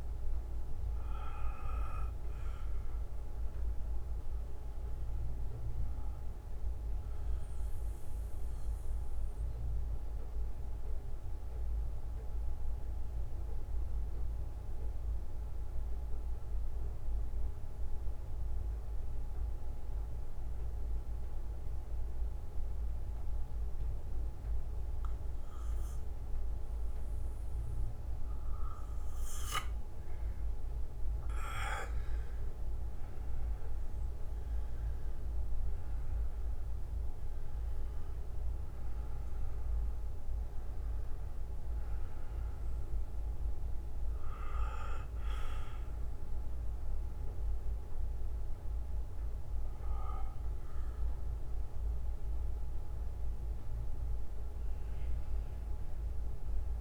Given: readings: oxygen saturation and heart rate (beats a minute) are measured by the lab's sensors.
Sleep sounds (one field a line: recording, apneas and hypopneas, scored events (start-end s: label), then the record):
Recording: breathing in sleep by a room microphone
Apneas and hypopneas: 1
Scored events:
0.00-4.00 s: oxygen desaturation (device-marked, oxygen 93% lowest, heart rate 53 extreme)
0.00-8.00 s: bradycardia (device-marked, heart rate 54 extreme)
6.00-22.00 s: oxygen desaturation (device-marked, oxygen 95% before, 89% lowest, heart rate 62 before, 56 extreme)
7.50-32.00 s: mixed apnea (oxygen 99% before, 86% lowest, heart rate 62 before, 46 extreme, up 14 after)
10.00-25.00 s: bradycardia (device-marked, heart rate 58 before, 53 extreme)
33.00-38.00 s: arousal
39.00-51.00 s: oxygen desaturation (device-marked, oxygen 98% before, 94% lowest, heart rate 61 before, 46 extreme)
47.00-56.81 s: bradycardia (device-marked, heart rate 59 before, 46 extreme)
53.00-56.81 s: new sleep stage, REM sleep
53.00-56.81 s: oxygen desaturation (device-marked, oxygen 95% before, 86% lowest, heart rate 64 before, 53 extreme)
From the record:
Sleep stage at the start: N2 (light sleep)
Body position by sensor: on the back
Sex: male